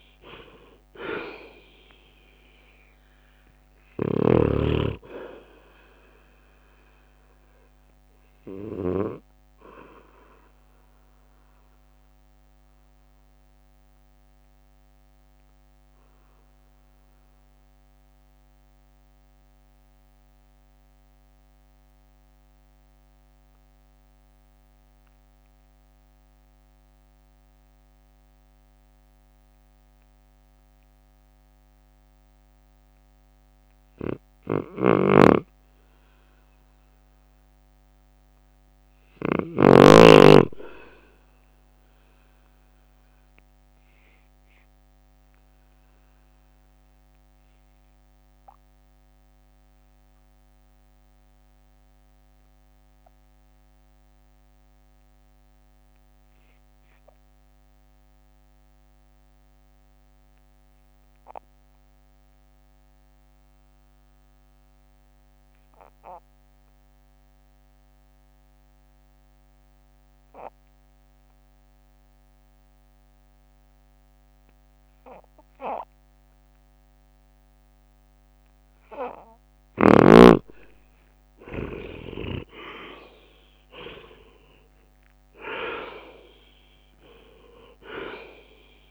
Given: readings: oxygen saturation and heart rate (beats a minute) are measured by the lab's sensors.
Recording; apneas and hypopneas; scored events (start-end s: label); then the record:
breathing in sleep by a microphone on the trachea; 2
0.00-12.50 s: drop in pulse transit time (device-marked, heart rate 52 extreme)
0.00-39.50 s: oxygen desaturation (device-marked, oxygen 81% lowest, heart rate 47 extreme)
12.00-33.00 s: obstructive apnea (oxygen 97% before, 81% lowest, heart rate 59 before, 47 extreme, up 6 after)
34.50-39.50 s: snoring (device-marked)
35.50-39.00 s: arousal
39.50-52.50 s: drop in pulse transit time (device-marked, heart rate 51 before, 48 extreme)
44.50-78.00 s: obstructive apnea (oxygen 100% before, 86% lowest, heart rate 53 before, 48 extreme, up 21 after)
62.50-78.50 s: oxygen desaturation (device-marked, oxygen 98% before, 93% lowest, heart rate 50 before, 49 extreme)
81.00-86.50 s: arousal
83.50-88.91 s: drop in pulse transit time (device-marked, heart rate 51 before, 59 extreme)
85.50-88.91 s: oxygen desaturation (device-marked, oxygen 95% before, 86% lowest, heart rate 53 before, 51 extreme)
From the record:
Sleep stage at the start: N2 (light sleep); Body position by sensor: on the right side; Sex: male